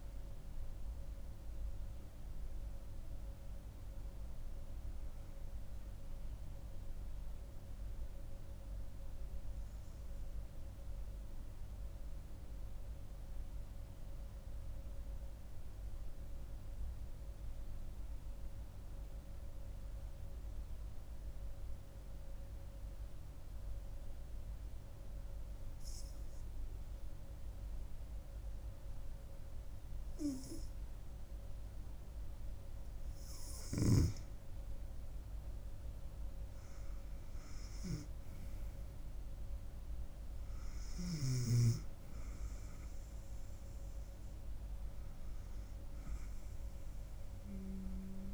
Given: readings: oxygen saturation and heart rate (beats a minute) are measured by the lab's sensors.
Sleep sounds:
breathing in sleep, hard to hear, by a room microphone; 1
0.00-18.50 s: oxygen desaturation (device-marked, oxygen 91% lowest, heart rate 64 extreme)
11.00-32.50 s: hypopnea (oxygen 96% before, 90% lowest, heart rate 73 before, 64 extreme, up 7 after)
35.50-48.34 s: oxygen desaturation (device-marked, oxygen 98% before, 90% lowest, heart rate 66 before, 66 extreme)
36.00-39.50 s: arousal
From the record:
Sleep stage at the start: N2 (light sleep); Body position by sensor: on the back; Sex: female

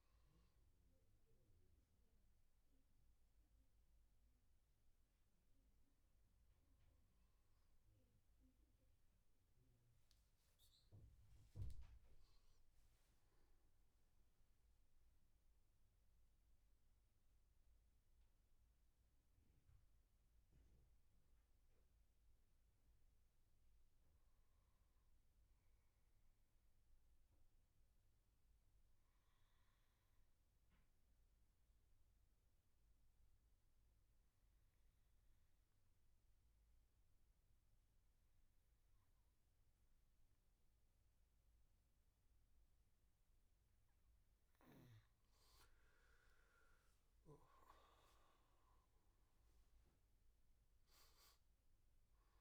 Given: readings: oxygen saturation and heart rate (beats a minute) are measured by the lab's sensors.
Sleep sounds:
breathing in sleep, hard to hear, by a room microphone; 1
19.50-23.00 s: arousal
27.50-43.50 s: obstructive apnea (oxygen 98% before, 91% lowest, heart rate 80 before, 74 extreme, up 11 after)
41.00-52.41 s: oxygen desaturation (device-marked, oxygen 97% before, 91% lowest, heart rate 78 before, 74 extreme)
46.50-50.00 s: arousal
From the record:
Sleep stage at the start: N2 (light sleep); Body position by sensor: on the back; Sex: male

